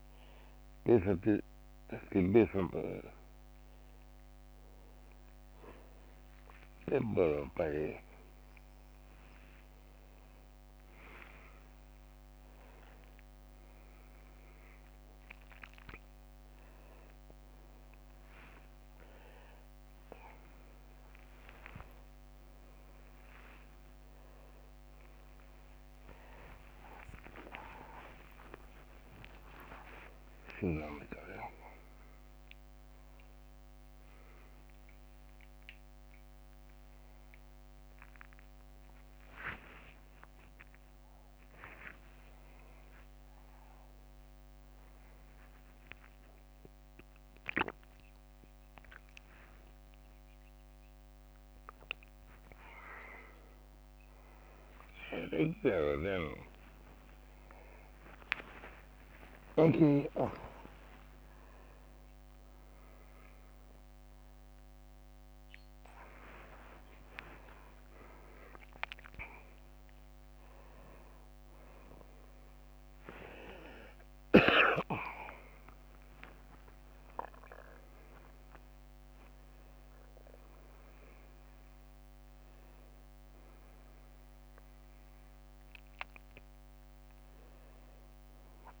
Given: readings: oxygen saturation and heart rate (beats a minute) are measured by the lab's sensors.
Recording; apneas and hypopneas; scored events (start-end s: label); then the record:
a person awake in a sleep study, by a microphone on the trachea; none
2.50-4.50 s: long interval between heartbeats (device-marked, heart rate 61 before, 65 extreme)
5.50-7.50 s: long interval between heartbeats (device-marked, heart rate 62 before, 59 extreme)
10.50-15.50 s: tachycardia (device-marked, heart rate 60 before, 103 extreme)
13.00-15.00 s: long interval between heartbeats (device-marked, heart rate 63 before, 91 extreme)
16.50-20.50 s: tachycardia (device-marked, heart rate 60 before, 118 extreme)
17.50-19.50 s: long interval between heartbeats (device-marked, heart rate 74 before, 96 extreme)
19.50-21.50 s: long interval between heartbeats (device-marked, heart rate 79 before, 107 extreme)
21.50-23.50 s: long interval between heartbeats (device-marked, heart rate 84 before, 114 extreme)
22.50-30.50 s: tachycardia (device-marked, heart rate 61 before, 159 extreme)
26.00-28.00 s: long interval between heartbeats (device-marked, heart rate 92 before, 117 extreme)
28.50-30.50 s: long interval between heartbeats (device-marked, heart rate 102 before, 148 extreme)
34.00-36.00 s: long interval between heartbeats (device-marked, heart rate 119 before, 86 extreme)
55.00-57.00 s: long interval between heartbeats (device-marked, heart rate 63 before, 51 extreme)
55.00-60.00 s: snoring (device-marked)
58.00-60.00 s: long interval between heartbeats (device-marked, heart rate 60 before, 59 extreme)
76.00-78.00 s: long interval between heartbeats (device-marked, heart rate 66 before, 84 extreme)
78.00-80.00 s: long interval between heartbeats (device-marked, heart rate 69 before, 85 extreme)
From the record:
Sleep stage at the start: awake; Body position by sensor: on the right side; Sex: male